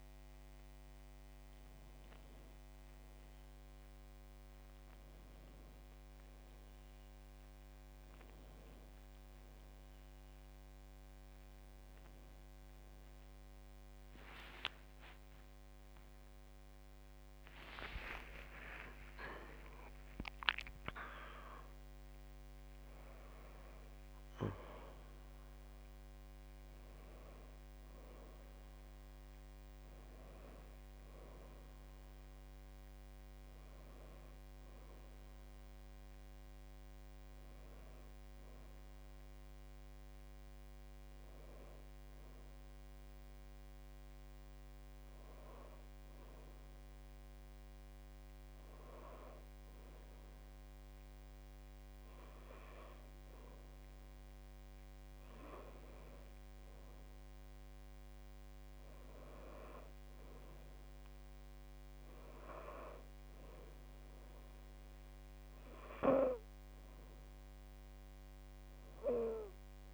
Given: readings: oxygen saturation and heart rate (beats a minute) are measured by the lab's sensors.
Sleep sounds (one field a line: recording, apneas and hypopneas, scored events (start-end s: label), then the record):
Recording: a person partly awake in a sleep study, by a microphone on the trachea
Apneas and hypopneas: none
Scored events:
0.00-10.00 s: oxygen desaturation (device-marked, oxygen 91% lowest, heart rate 56 extreme)
8.00-38.00 s: new sleep stage, awake
38.00-69.94 s: new sleep stage, N2 (light sleep)
From the record:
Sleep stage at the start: N2 (light sleep)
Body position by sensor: on the back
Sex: female